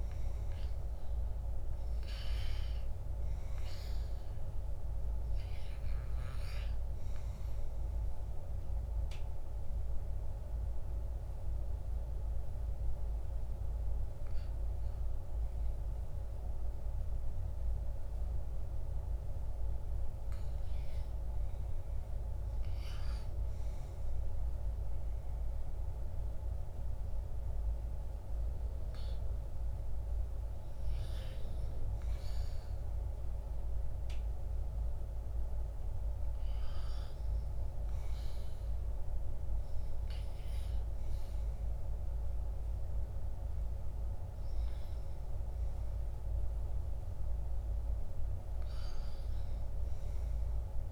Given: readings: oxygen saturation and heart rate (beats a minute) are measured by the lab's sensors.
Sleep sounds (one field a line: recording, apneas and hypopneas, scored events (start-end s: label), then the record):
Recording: breathing in sleep, hard to hear, by a room microphone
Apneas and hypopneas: 1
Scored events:
8.00-20.50 s: obstructive apnea (oxygen 98% before, 94% lowest, heart rate 71 before, 57 extreme, up 0 after)
23.50-27.00 s: arousal
From the record:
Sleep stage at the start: REM sleep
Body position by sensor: on the back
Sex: male